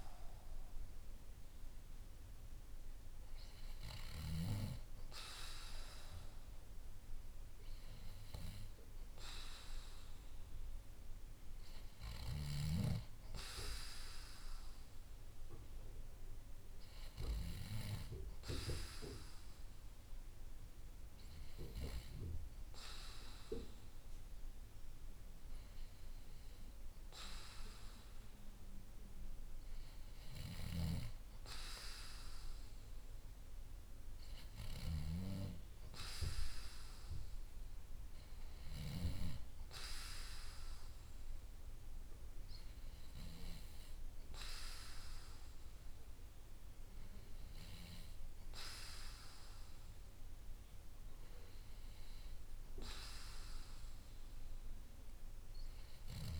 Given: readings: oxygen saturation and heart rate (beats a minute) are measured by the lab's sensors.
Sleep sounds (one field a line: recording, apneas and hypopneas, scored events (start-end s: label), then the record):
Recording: breathing in sleep by a room microphone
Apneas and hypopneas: none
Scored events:
none scored
From the record:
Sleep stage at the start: N2 (light sleep)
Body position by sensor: on the back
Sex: male